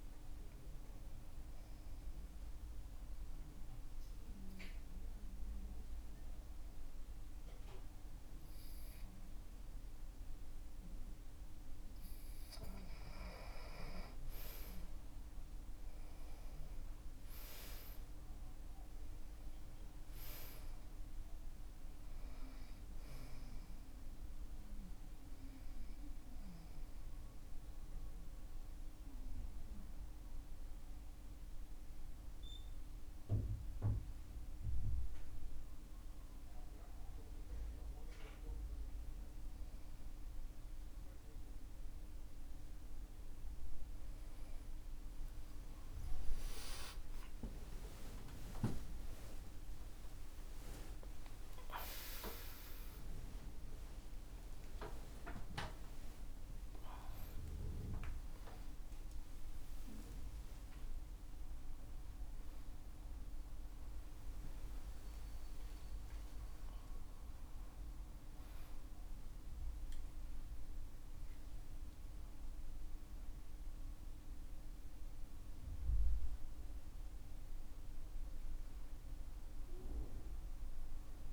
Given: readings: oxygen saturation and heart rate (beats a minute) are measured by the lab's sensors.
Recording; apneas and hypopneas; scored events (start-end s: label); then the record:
a person partly awake in a sleep study, by a room microphone; 2
2.00-12.50 s: obstructive apnea (oxygen 95% before, 90% lowest, heart rate 62 before, 47 extreme, up 13 after)
17.50-21.00 s: arousal
26.50-42.50 s: mixed apnea (oxygen 97% before, 90% lowest, heart rate 57 before, 47 extreme)
44.00-71.00 s: oxygen desaturation (device-marked, oxygen 96% before, 90% lowest, heart rate 51 before, 63 extreme)
47.00-77.00 s: new sleep stage, awake
77.00-81.33 s: new sleep stage, N1 (lightest sleep)
From the record:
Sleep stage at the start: N2 (light sleep); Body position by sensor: on the back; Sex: male